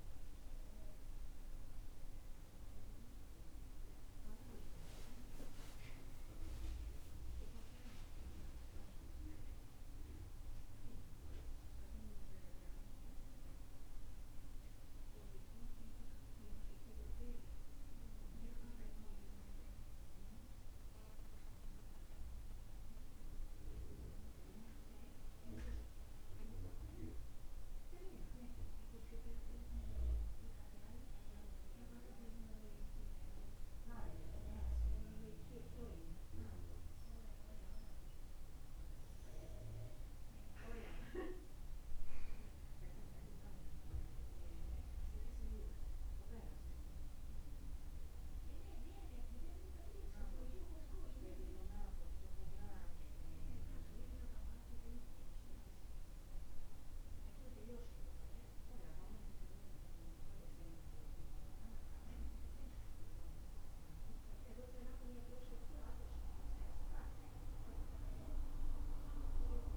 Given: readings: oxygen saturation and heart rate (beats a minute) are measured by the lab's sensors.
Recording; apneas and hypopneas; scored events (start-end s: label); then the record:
breathing in sleep by a room microphone; none
none scored
From the record:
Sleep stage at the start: N2 (light sleep); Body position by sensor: on the back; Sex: male